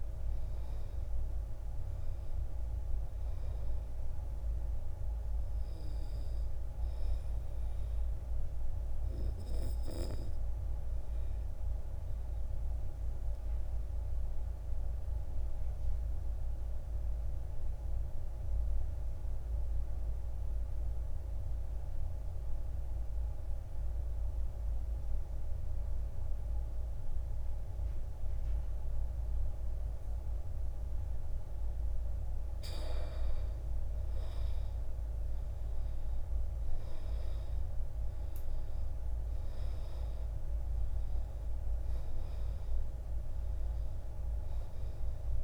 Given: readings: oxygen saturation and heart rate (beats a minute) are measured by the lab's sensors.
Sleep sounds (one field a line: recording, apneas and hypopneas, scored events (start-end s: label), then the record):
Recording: breathing in sleep, hard to hear, by a room microphone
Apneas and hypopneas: 1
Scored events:
0.00-18.00 s: oxygen desaturation (device-marked, oxygen 78% lowest, heart rate 53 extreme)
9.00-32.00 s: obstructive apnea (oxygen 96% before, 78% lowest, heart rate 68 before, 53 extreme, up 14 after)
34.00-38.50 s: arousal
38.00-45.44 s: oxygen desaturation (device-marked, oxygen 98% before, 85% lowest, heart rate 57 before, 54 extreme)
From the record:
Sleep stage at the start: N2 (light sleep)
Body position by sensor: on the back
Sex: male